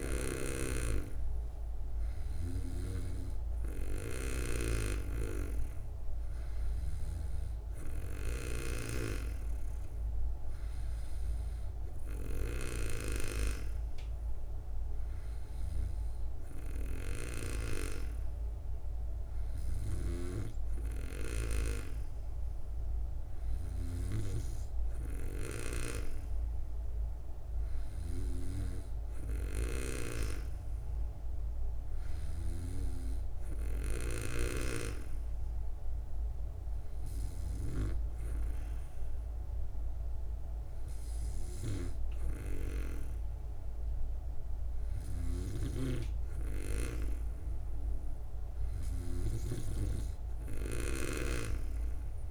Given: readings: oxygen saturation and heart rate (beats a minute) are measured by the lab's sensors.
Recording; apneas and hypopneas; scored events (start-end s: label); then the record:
breathing in sleep by a room microphone; none
45.00-49.50 s: snoring (device-marked)
From the record:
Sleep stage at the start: N2 (light sleep); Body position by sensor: on the back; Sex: female